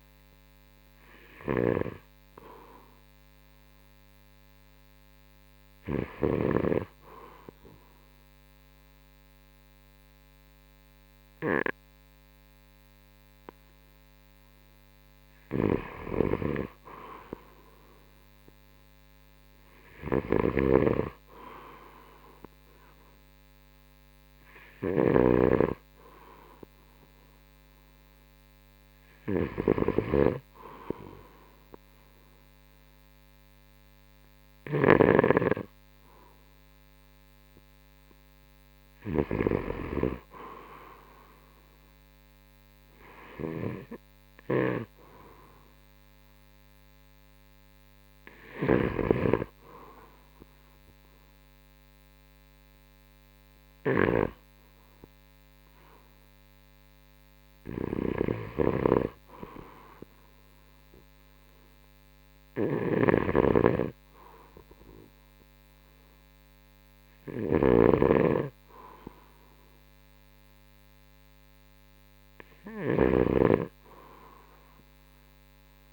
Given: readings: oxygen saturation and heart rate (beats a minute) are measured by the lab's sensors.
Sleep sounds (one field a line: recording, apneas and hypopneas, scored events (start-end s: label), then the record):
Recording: breathing in sleep by a microphone on the trachea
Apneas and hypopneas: none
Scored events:
0.00-10.00 s: oxygen desaturation (device-marked, oxygen 88% lowest, heart rate 66 extreme)
20.50-35.00 s: snoring (device-marked)
28.00-36.00 s: oxygen desaturation (device-marked, oxygen 95% before, 91% lowest, heart rate 72 before, 63 extreme)
58.50-75.93 s: snoring (device-marked)
69.00-75.93 s: oxygen desaturation (device-marked, oxygen 94% before, 91% lowest, heart rate 67 before, 66 extreme)
From the record:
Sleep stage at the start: N2 (light sleep)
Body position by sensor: on the right side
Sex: male